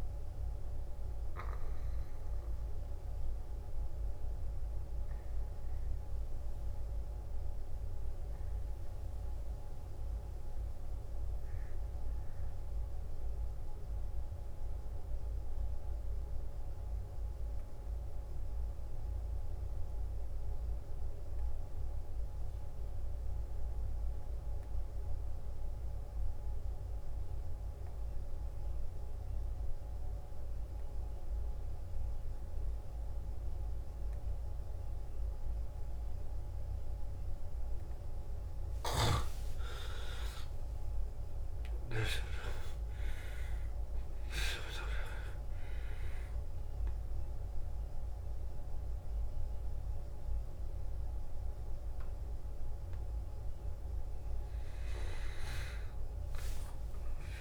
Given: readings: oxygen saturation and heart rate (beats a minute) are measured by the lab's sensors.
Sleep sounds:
breathing in sleep by a room microphone; 1
3.50-38.00 s: mixed apnea (oxygen 98% before, 86% lowest, heart rate 58 before, 53 extreme, up 14 after)
24.00-57.41 s: oxygen desaturation (device-marked, oxygen 96% before, 86% lowest, heart rate 56 before, 54 extreme)
39.50-43.50 s: arousal
From the record:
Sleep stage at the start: N2 (light sleep); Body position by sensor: on the back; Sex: male

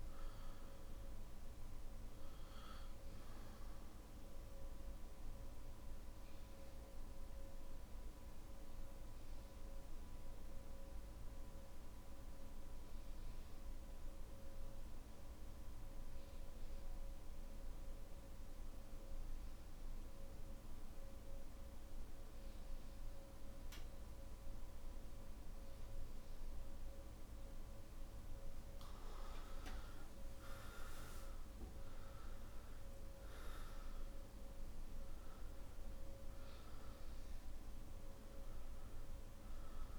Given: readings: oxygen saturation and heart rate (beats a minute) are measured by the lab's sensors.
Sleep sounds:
breathing in sleep, hard to hear, by a room microphone; 1
0.00-2.00 s: oxygen desaturation (device-marked, oxygen 94% lowest, heart rate 47 extreme)
3.00-30.00 s: obstructive apnea (oxygen 97% before, 89% lowest, heart rate 54 before, 47 extreme, up 16 after)
12.00-19.00 s: oxygen desaturation (device-marked, oxygen 95% before, 91% lowest, heart rate 50 before, 49 extreme)
31.00-39.99 s: oxygen desaturation (device-marked, oxygen 99% before, 94% lowest, heart rate 50 before, 48 extreme)
From the record:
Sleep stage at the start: N3 (deep sleep); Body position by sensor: on the back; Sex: male

